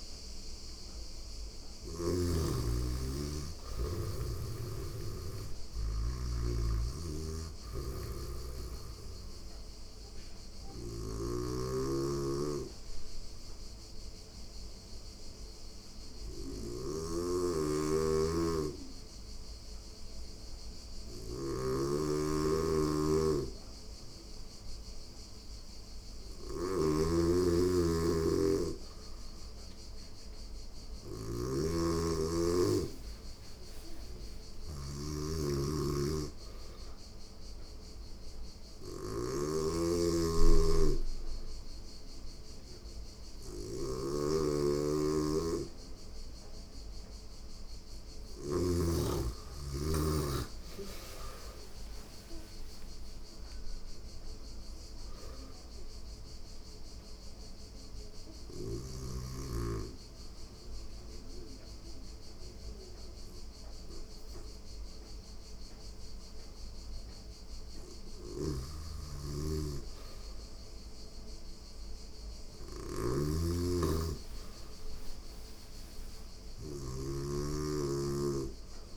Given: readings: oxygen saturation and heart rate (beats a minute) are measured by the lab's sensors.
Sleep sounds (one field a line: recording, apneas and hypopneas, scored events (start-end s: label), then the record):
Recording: breathing in sleep by a room microphone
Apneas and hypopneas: 3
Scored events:
0.00-1.50 s: snoring (device-marked)
0.00-3.00 s: arousal
6.00-48.00 s: snoring (device-marked)
7.50-27.50 s: oxygen desaturation (device-marked, oxygen 94% before, 88% lowest, heart rate 89 before, 88 extreme)
8.00-19.50 s: hypopnea (oxygen 94% before, 88% lowest, heart rate 89 before, 88 extreme, up 0 after)
30.00-33.50 s: arousal
37.50-48.00 s: hypopnea (oxygen 95% before, 90% lowest, heart rate 89 before, 88 extreme, up 14 after)
39.50-50.50 s: oxygen desaturation (device-marked, oxygen 95% before, 90% lowest, heart rate 89 before, 88 extreme)
49.00-53.00 s: arousal
55.50-67.00 s: hypopnea (oxygen 95% before, 90% lowest, heart rate 92 before, 88 extreme, up 1 after)
67.50-78.96 s: snoring (device-marked)
68.50-72.50 s: arousal
From the record:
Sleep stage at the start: N2 (light sleep)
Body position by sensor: on the right side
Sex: female